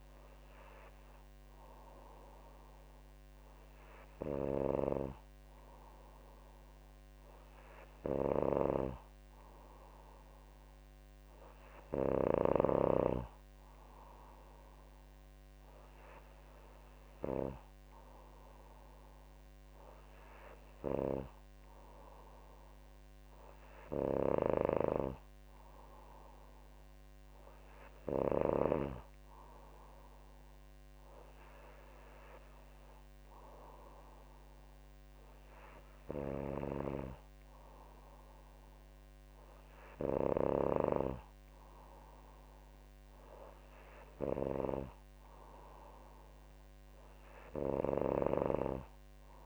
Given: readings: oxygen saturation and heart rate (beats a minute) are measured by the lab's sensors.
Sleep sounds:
breathing in sleep by a microphone on the trachea; none
none scored
From the record:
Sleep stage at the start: N3 (deep sleep); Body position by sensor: on the back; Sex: female

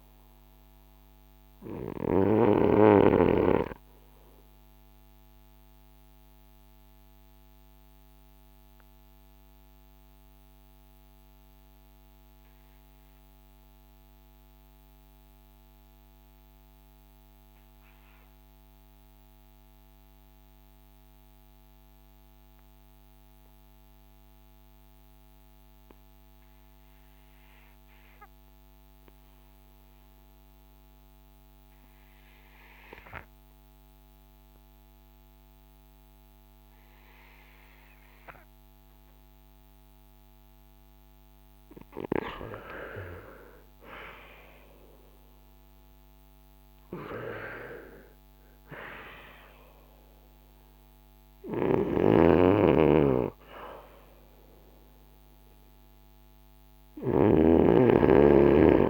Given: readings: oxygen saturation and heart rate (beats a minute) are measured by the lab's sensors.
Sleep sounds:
breathing in sleep by a microphone on the trachea; 1
0.00-29.50 s: oxygen desaturation (device-marked, oxygen 80% lowest, heart rate 39 extreme)
4.50-42.50 s: obstructive apnea (oxygen 97% before, 79% lowest, heart rate 56 before, 39 extreme, up 9 after)
43.50-48.50 s: arousal
43.50-58.90 s: oxygen desaturation (device-marked, oxygen 96% before, 79% lowest, heart rate 56 before, 45 extreme)
51.50-57.50 s: snoring (device-marked)
From the record:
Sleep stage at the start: REM sleep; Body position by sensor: on the front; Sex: male

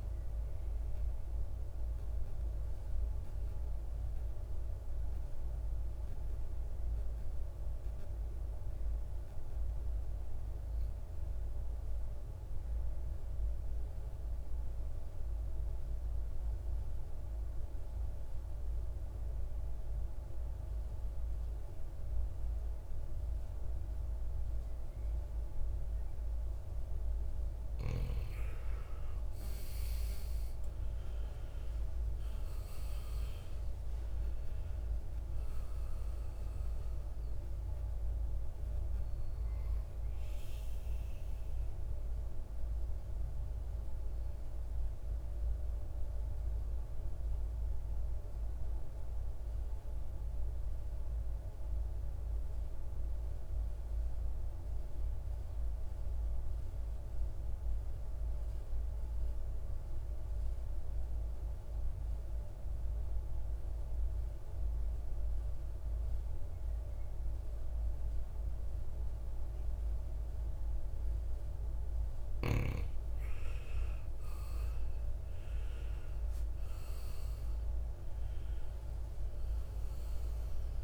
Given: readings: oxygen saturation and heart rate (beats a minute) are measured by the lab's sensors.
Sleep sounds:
breathing in sleep, hard to hear, by a room microphone; 2
0.00-9.00 s: oxygen desaturation (device-marked, oxygen 85% lowest, heart rate 52 extreme)
1.00-26.50 s: mixed apnea (oxygen 98% before, 85% lowest, heart rate 67 before, 52 extreme, up 20 after)
28.00-52.00 s: oxygen desaturation (device-marked, oxygen 98% before, 89% lowest, heart rate 57 before, 52 extreme)
28.50-34.00 s: arousal
45.50-71.00 s: mixed apnea (oxygen 99% before, 88% lowest, heart rate 65 before, 52 extreme, up 17 after)
68.00-80.84 s: oxygen desaturation (device-marked, oxygen 99% before, 88% lowest, heart rate 53 before, 53 extreme)
73.50-78.00 s: arousal
From the record:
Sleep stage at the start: N2 (light sleep); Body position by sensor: on the right side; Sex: male

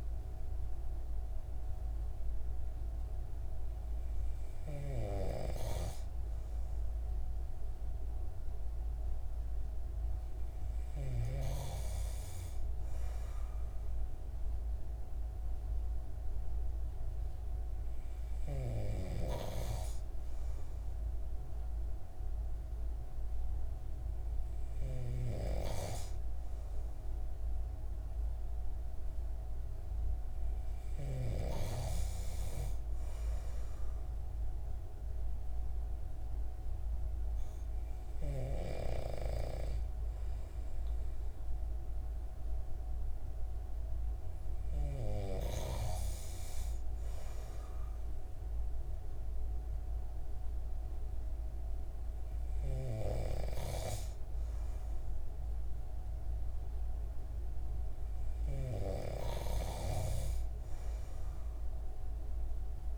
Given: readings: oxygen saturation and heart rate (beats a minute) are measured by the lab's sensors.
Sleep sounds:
breathing in sleep by a room microphone; none
none scored
From the record:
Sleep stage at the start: N2 (light sleep); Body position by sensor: on the right side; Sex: male

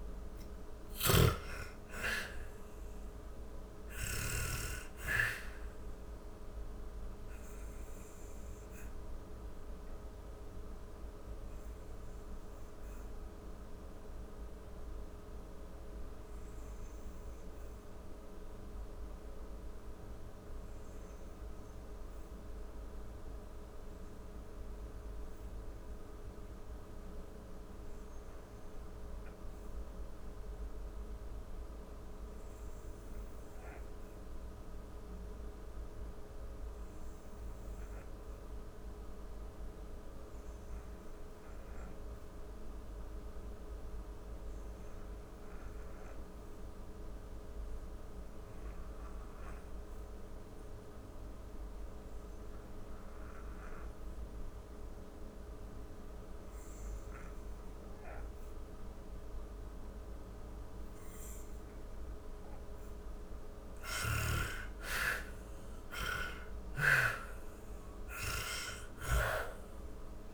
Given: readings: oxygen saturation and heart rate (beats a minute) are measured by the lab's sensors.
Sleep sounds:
breathing in sleep by a room microphone; 1
0.00-2.00 s: arousal
0.00-2.50 s: snoring (device-marked)
0.00-19.00 s: oxygen desaturation (device-marked, oxygen 70% lowest, heart rate 43 extreme)
6.00-60.00 s: obstructive apnea (oxygen 96% before, 64% lowest, heart rate 71 before, 43 extreme, up 30 after)
34.00-70.34 s: oxygen desaturation (device-marked, oxygen 98% before, 64% lowest, heart rate 54 before, 44 extreme)
61.50-66.00 s: arousal
65.00-70.34 s: snoring (device-marked)
From the record:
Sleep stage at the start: REM sleep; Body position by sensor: on the back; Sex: female

